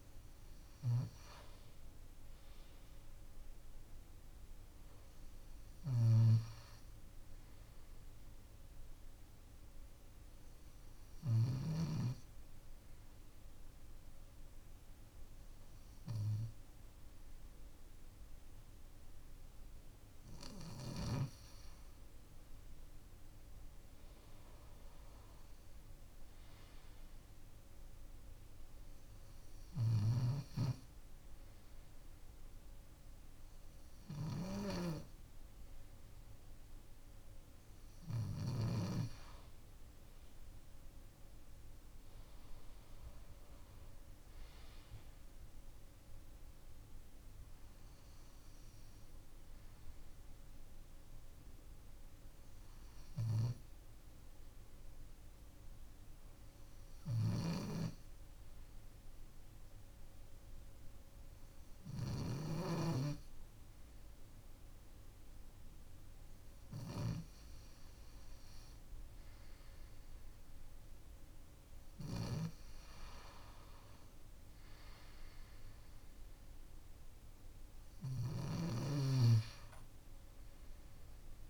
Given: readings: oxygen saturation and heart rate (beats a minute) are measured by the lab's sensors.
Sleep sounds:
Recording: breathing in sleep by a room microphone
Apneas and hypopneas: none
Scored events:
5.00-11.00 s: snoring (device-marked)
25.00-30.50 s: arousal
29.00-38.00 s: snoring (device-marked)
56.50-62.00 s: snoring (device-marked)
71.00-81.50 s: snoring (device-marked)
From the record:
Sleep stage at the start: N2 (light sleep)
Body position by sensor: on the left side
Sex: male

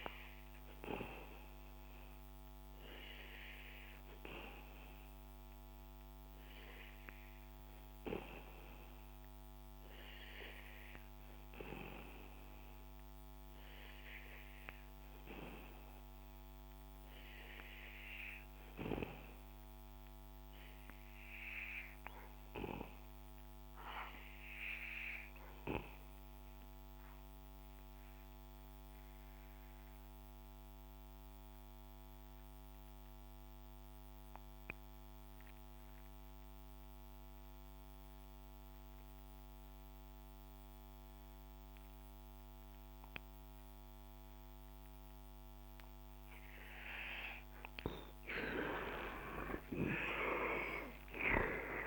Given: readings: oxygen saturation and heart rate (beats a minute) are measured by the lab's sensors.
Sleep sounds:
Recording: breathing in sleep by a microphone on the trachea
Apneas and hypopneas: 1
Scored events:
0.50-47.00 s: obstructive apnea (oxygen 99% before, 79% lowest, heart rate 64 before, 53 extreme, up 26 after)
9.00-17.00 s: oxygen desaturation (device-marked, oxygen 95% before, 92% lowest, heart rate 64 before, 53 extreme)
30.00-51.87 s: oxygen desaturation (device-marked, oxygen 96% before, 79% lowest, heart rate 64 before, 53 extreme)
49.00-51.87 s: arousal
From the record:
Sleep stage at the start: N2 (light sleep)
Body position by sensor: on the back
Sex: male

